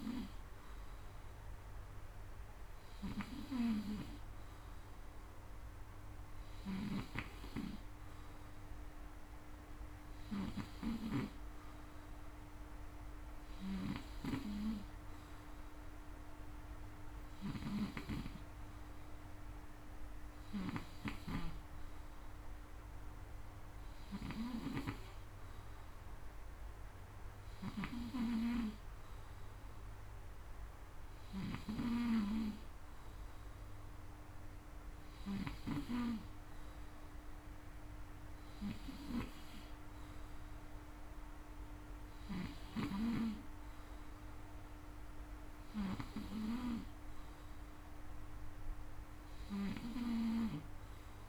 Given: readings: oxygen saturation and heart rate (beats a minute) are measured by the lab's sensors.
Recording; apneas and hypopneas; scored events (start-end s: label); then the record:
breathing in sleep by a room microphone; none
6.00-11.00 s: snoring (device-marked)
13.00-35.00 s: snoring (device-marked)
From the record:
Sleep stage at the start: N2 (light sleep); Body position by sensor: on the front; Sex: male